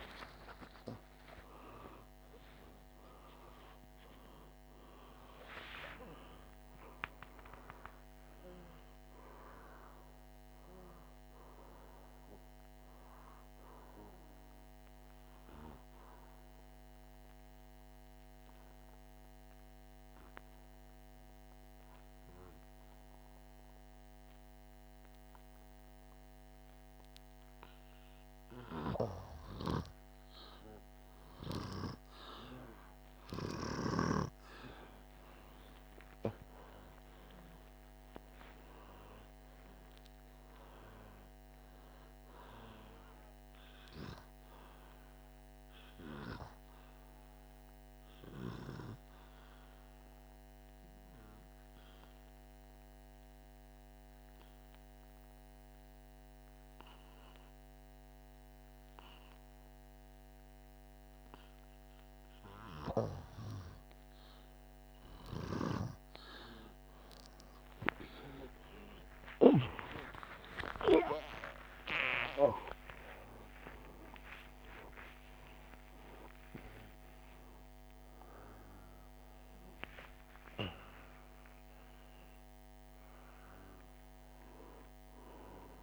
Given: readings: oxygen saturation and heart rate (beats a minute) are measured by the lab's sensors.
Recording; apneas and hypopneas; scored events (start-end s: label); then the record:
breathing in sleep by a microphone on the trachea; 2
16.00-28.00 s: obstructive apnea (oxygen 98% before, 89% lowest, heart rate 51 before, 49 extreme, up 1 after)
30.50-35.00 s: arousal
45.50-54.50 s: oxygen desaturation (device-marked, oxygen 98% before, 95% lowest, heart rate 50 before, 47 extreme)
46.00-62.00 s: obstructive apnea (oxygen 98% before, 88% lowest, heart rate 50 before, 47 extreme, up 27 after)
67.50-72.50 s: arousal
81.50-85.82 s: oxygen desaturation (device-marked, oxygen 97% before, 88% lowest, heart rate 67 before, 49 extreme)
From the record:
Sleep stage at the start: N2 (light sleep); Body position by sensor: on the back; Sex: male